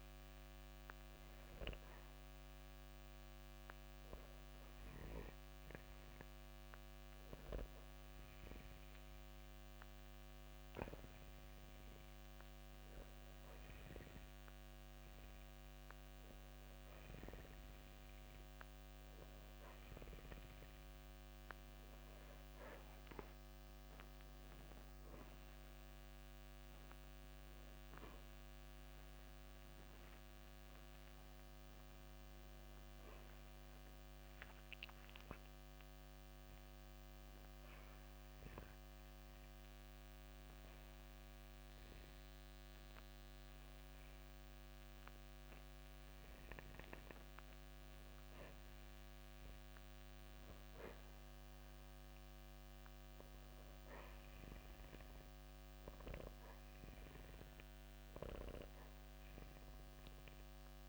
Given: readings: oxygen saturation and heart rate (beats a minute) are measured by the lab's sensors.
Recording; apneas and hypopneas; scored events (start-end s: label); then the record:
breathing in sleep by a microphone on the trachea; 1
0.00-11.50 s: oxygen desaturation (device-marked, oxygen 90% lowest, heart rate 35 extreme)
5.00-20.50 s: hypopnea (oxygen 95% before, 90% lowest, heart rate 66 before, 35 extreme)
22.50-45.50 s: oxygen desaturation (device-marked, oxygen 94% before, 90% lowest, heart rate 60 before, 40 extreme)
23.50-28.50 s: arousal
58.50-60.89 s: oxygen desaturation (device-marked, oxygen 95% before, 92% lowest, heart rate 61 before, 48 extreme)
From the record:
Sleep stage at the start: N2 (light sleep); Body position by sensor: on the back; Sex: male